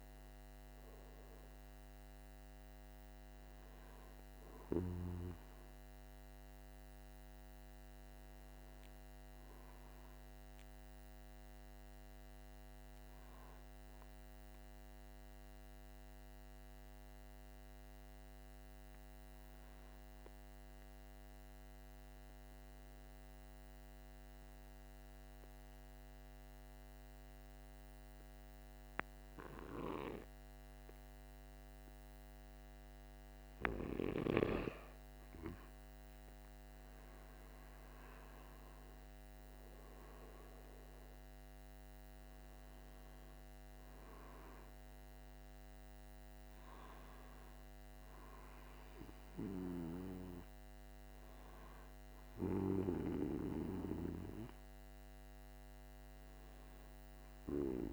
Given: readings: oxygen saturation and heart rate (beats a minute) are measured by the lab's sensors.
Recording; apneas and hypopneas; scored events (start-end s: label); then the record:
breathing in sleep by a microphone on the trachea; 1
14.50-31.50 s: obstructive apnea (oxygen 97% before, 94% lowest, heart rate 48 before, 45 extreme, up 3 after)
32.50-36.50 s: arousal
From the record:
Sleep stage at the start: N2 (light sleep); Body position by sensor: on the back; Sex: male